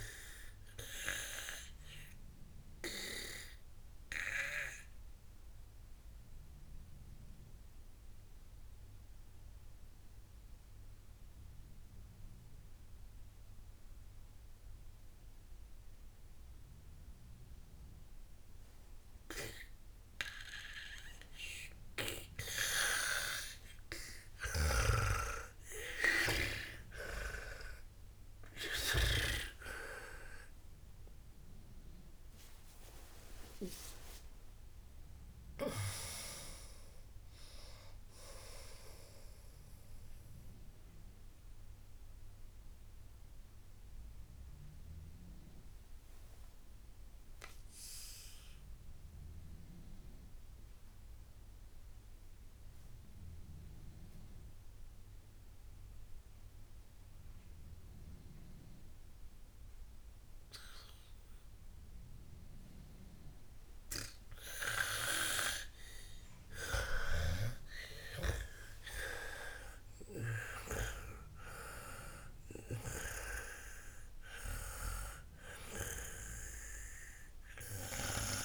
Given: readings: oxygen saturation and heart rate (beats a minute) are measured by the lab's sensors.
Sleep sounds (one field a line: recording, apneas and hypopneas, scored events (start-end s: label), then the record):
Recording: breathing in sleep by a room microphone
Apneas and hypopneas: 2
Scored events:
0.00-16.50 s: oxygen desaturation (device-marked, oxygen 94% lowest, heart rate 57 extreme)
4.00-20.00 s: obstructive apnea (oxygen 99% before, 91% lowest, heart rate 67 before, 57 extreme, up 60 after)
24.50-52.50 s: oxygen desaturation (device-marked, oxygen 97% before, 91% lowest, heart rate 61 before, 55 extreme)
25.00-30.00 s: arousal
25.00-34.50 s: snoring (device-marked)
40.00-67.00 s: mixed apnea (oxygen 97% before, 91% lowest, heart rate 89 before, 55 extreme, up 53 after)
65.50-78.44 s: oxygen desaturation (device-marked, oxygen 98% before, 92% lowest, heart rate 61 before, 56 extreme)
68.00-71.50 s: arousal
70.50-78.44 s: snoring (device-marked)
From the record:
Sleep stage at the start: N2 (light sleep)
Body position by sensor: on the back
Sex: female